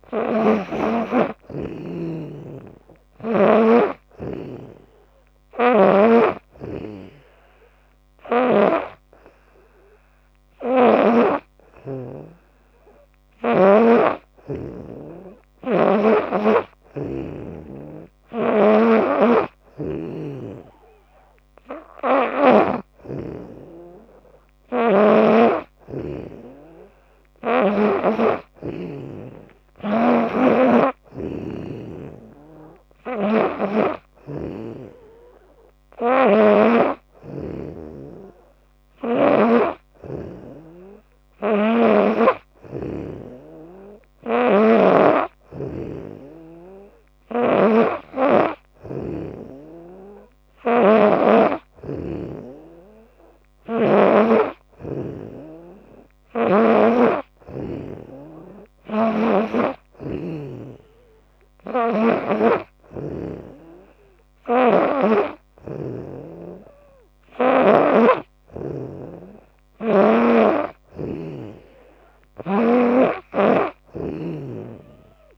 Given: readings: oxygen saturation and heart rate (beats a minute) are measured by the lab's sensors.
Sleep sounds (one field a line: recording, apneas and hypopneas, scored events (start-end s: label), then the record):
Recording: breathing in sleep by a microphone on the trachea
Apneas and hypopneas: none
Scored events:
5.00-8.50 s: snoring (device-marked)
18.00-22.50 s: snoring (device-marked)
29.50-39.00 s: snoring (device-marked)
41.00-51.00 s: snoring (device-marked)
53.00-56.50 s: snoring (device-marked)
58.50-62.00 s: snoring (device-marked)
62.50-75.38 s: new sleep stage, N2 (light sleep)
64.00-67.50 s: snoring (device-marked)
72.00-75.38 s: snoring (device-marked)
From the record:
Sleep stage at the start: N3 (deep sleep)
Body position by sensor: on the back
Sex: female